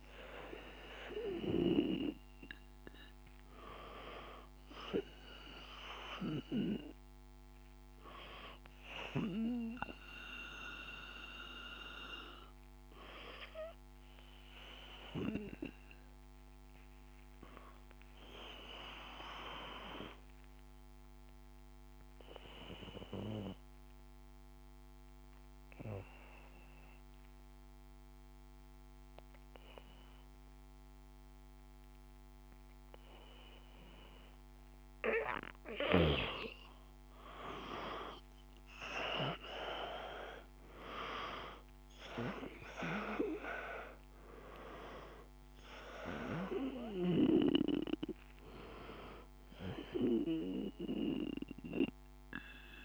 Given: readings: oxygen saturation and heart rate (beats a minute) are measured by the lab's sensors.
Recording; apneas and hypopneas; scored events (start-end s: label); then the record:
breathing in sleep by a microphone on the trachea; 1
0.00-1.00 s: oxygen desaturation (device-marked, oxygen 93% lowest, heart rate 54 extreme)
6.50-34.50 s: obstructive apnea (heart rate 57 before, 52 extreme, up 3 after)
35.00-52.85 s: oxygen desaturation (device-marked, oxygen 97% before, 91% lowest)
From the record:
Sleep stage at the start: N2 (light sleep); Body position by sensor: on the back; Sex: male